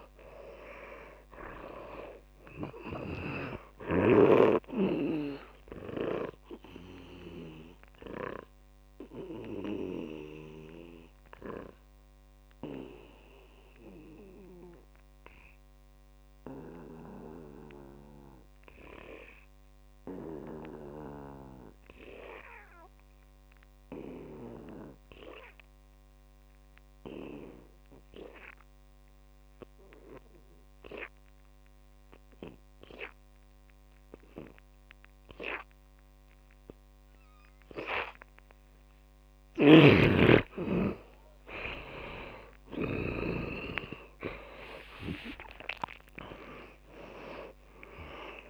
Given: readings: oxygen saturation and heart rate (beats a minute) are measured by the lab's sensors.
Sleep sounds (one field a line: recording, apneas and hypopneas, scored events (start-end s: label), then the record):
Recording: breathing in sleep by a microphone on the trachea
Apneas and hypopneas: 1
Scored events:
0.00-27.00 s: oxygen desaturation (device-marked, oxygen 77% lowest, heart rate 49 extreme)
7.00-40.50 s: mixed apnea (oxygen 99% before, 77% lowest, heart rate 61 before, 49 extreme, up 29 after)
29.00-48.50 s: oxygen desaturation (device-marked, oxygen 100% before, 80% lowest, heart rate 62 before, 49 extreme)
40.00-43.50 s: snoring (device-marked)
42.00-46.00 s: arousal
From the record:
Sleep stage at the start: N2 (light sleep)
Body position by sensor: on the back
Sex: male